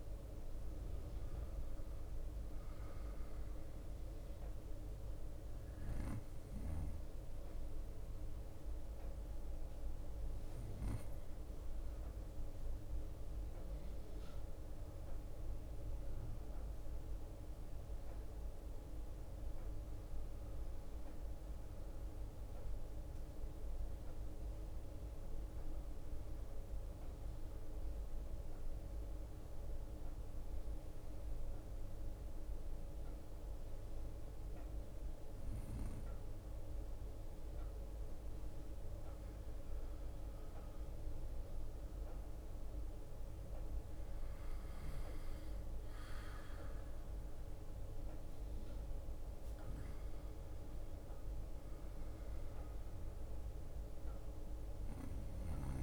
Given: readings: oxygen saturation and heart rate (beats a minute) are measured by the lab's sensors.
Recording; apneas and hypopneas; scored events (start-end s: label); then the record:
breathing in sleep, hard to hear, by a room microphone; 1
0.00-38.50 s: bradycardia (device-marked, heart rate 55 extreme)
2.50-17.50 s: oxygen desaturation (device-marked, oxygen 96% before, 92% lowest, heart rate 57 before, 55 extreme)
17.50-20.50 s: arousal
22.50-37.00 s: obstructive apnea (oxygen 96% before, 92% lowest, heart rate 57 before, 56 extreme, up 3 after)
36.50-47.50 s: drop in pulse transit time (device-marked, heart rate 58 before, 58 extreme)
39.00-42.00 s: arousal
41.50-44.50 s: bradycardia (device-marked, heart rate 60 before, 60 extreme)
48.50-50.50 s: long interval between heartbeats (device-marked, heart rate 58 before, 66 extreme)
51.50-55.83 s: bradycardia (device-marked, heart rate 59 before, 56 extreme)
From the record:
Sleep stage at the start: N2 (light sleep); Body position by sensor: on the right side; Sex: male